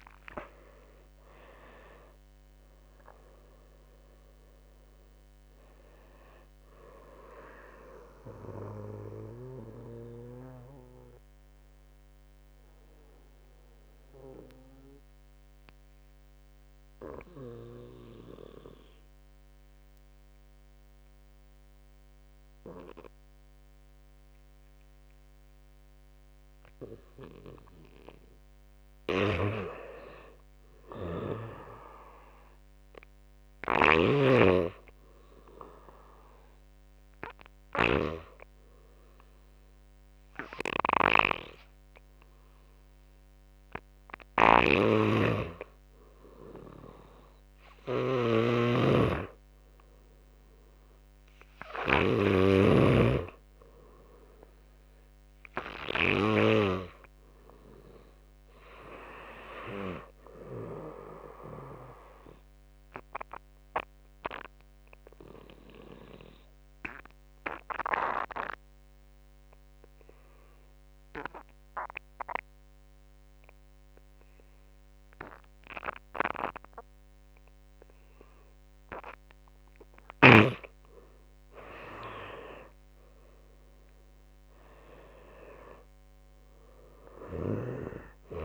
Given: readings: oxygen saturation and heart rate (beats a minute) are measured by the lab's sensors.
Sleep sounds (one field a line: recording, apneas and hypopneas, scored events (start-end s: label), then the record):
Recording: breathing in sleep by a microphone on the trachea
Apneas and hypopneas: 3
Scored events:
0.00-1.00 s: arousal
0.00-18.50 s: oxygen desaturation (device-marked, oxygen 83% lowest, heart rate 47 extreme)
0.50-14.50 s: drop in pulse transit time (device-marked, heart rate 62 before, 47 extreme)
8.00-27.00 s: mixed apnea (oxygen 96% before, 83% lowest, heart rate 63 before, 47 extreme, up 7 after)
28.50-30.50 s: arousal
31.50-48.50 s: oxygen desaturation (device-marked, oxygen 98% before, 86% lowest, heart rate 54 before, 55 extreme)
34.00-45.50 s: obstructive apnea (oxygen 98% before, 85% lowest, heart rate 56 before, 55 extreme, up 10 after)
44.00-52.00 s: snoring (device-marked)
49.00-52.00 s: arousal
50.50-65.50 s: oxygen desaturation (device-marked, oxygen 95% before, 86% lowest, heart rate 60 before, 56 extreme)
61.50-79.00 s: obstructive apnea (oxygen 96% before, 85% lowest, heart rate 64 before, 54 extreme, up 12 after)
80.50-88.45 s: oxygen desaturation (device-marked, oxygen 95% before, 85% lowest, heart rate 60 before, 53 extreme)
82.00-86.00 s: arousal
86.50-88.45 s: drop in pulse transit time (device-marked, heart rate 61 before, 54 extreme)
From the record:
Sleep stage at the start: N2 (light sleep)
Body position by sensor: on the back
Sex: male